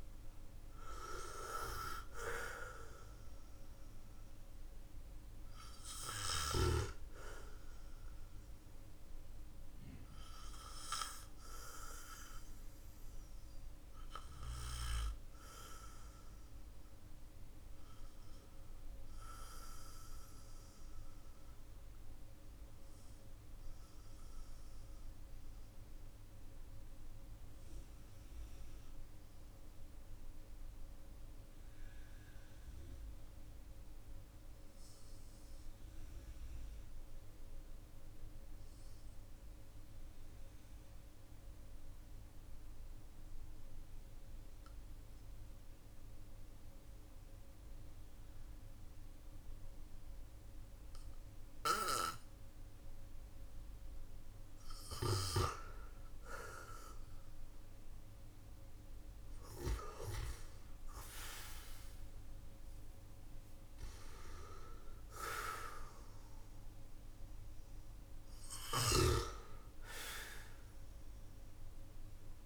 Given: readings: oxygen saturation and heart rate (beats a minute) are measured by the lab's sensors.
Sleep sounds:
breathing in sleep by a room microphone; 1
9.00-36.00 s: oxygen desaturation (device-marked, oxygen 96% before, 92% lowest, heart rate 53 before, 44 extreme)
12.00-54.00 s: obstructive apnea (oxygen 97% before, 92% lowest, heart rate 50 before, 45 extreme, up 3 after)
55.50-60.00 s: arousal
From the record:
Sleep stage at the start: N2 (light sleep); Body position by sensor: on the back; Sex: male

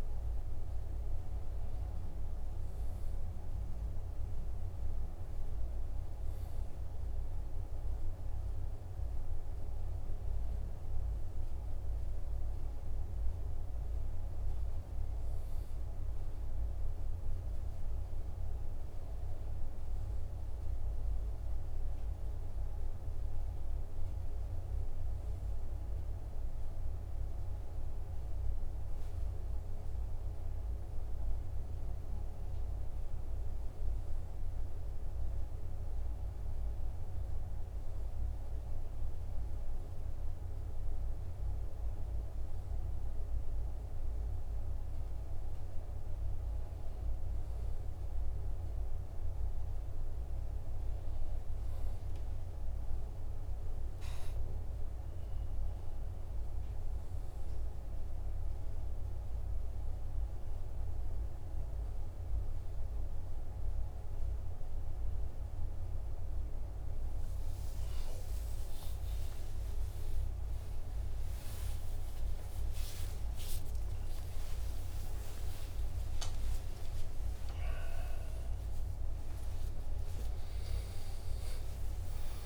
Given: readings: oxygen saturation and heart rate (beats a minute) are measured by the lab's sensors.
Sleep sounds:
a person partly awake in a sleep study, hard to hear, by a room microphone; none
51.00-81.00 s: new sleep stage, awake
81.00-82.46 s: new sleep stage, N1 (lightest sleep)
From the record:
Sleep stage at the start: N2 (light sleep); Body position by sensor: on the back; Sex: male

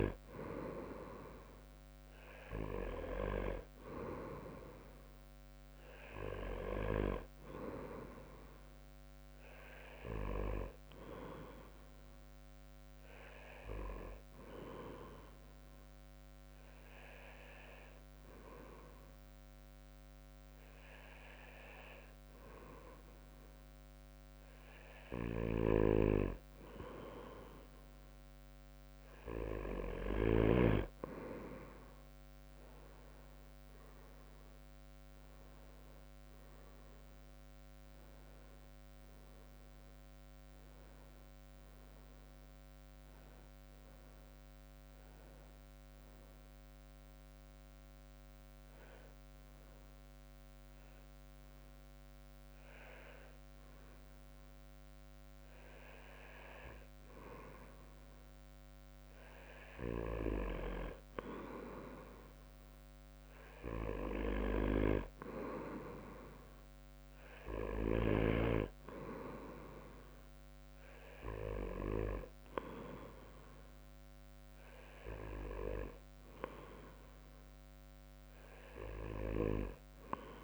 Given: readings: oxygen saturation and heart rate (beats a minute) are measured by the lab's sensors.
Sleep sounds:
breathing in sleep by a microphone on the trachea; 2
14.50-26.00 s: hypopnea (oxygen 97% before, 94% lowest, heart rate 66 before, 62 extreme, up 7 after)
32.50-48.50 s: drop in pulse transit time (device-marked, heart rate 64 before, 67 extreme)
35.00-41.00 s: arousal
47.50-59.50 s: hypopnea (oxygen 96% before, 95% lowest, heart rate 70 before, 63 extreme, up 6 after)
62.50-64.50 s: long interval between heartbeats (device-marked, heart rate 66 before, 66 extreme)
63.50-66.50 s: arousal
From the record:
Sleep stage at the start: N2 (light sleep); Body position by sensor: on the back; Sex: male

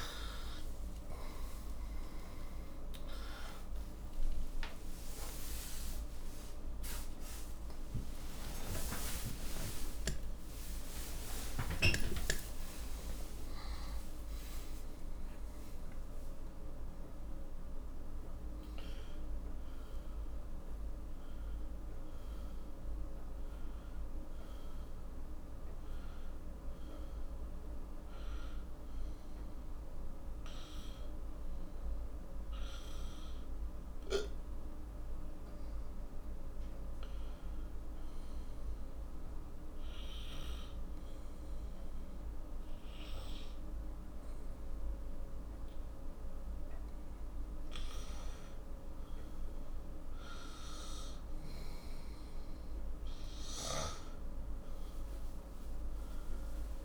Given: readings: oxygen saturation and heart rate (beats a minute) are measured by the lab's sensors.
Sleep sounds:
breathing in sleep by a room microphone; 1
0.00-3.50 s: arousal
0.00-28.00 s: oxygen desaturation (device-marked, oxygen 89% lowest, heart rate 32 extreme)
10.00-40.00 s: new sleep stage, N1 (lightest sleep)
38.50-48.50 s: obstructive apnea (oxygen 98% before, 90% lowest, heart rate 61 before, 45 extreme, up 5 after)
40.00-56.85 s: new sleep stage, N2 (light sleep)
45.00-56.85 s: oxygen desaturation (device-marked, oxygen 97% before, 91% lowest, heart rate 56 before, 45 extreme)
51.50-56.00 s: arousal
From the record:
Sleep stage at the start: N2 (light sleep); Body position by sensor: on the right side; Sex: male

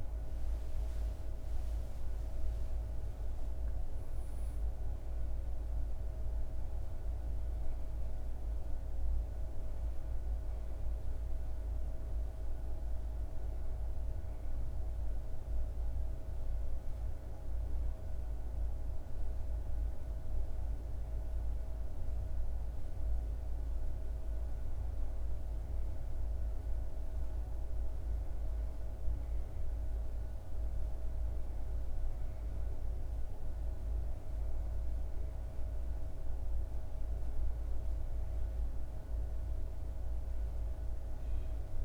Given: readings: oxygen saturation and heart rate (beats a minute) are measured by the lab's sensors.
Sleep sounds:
breathing in sleep, hard to hear, by a room microphone; 1
2.50-7.00 s: arousal
14.00-26.00 s: hypopnea (oxygen 99% before, 95% lowest, heart rate 87 before, 75 extreme, up 4 after)
28.50-32.50 s: arousal
From the record:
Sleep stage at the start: N2 (light sleep); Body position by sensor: on the back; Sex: male

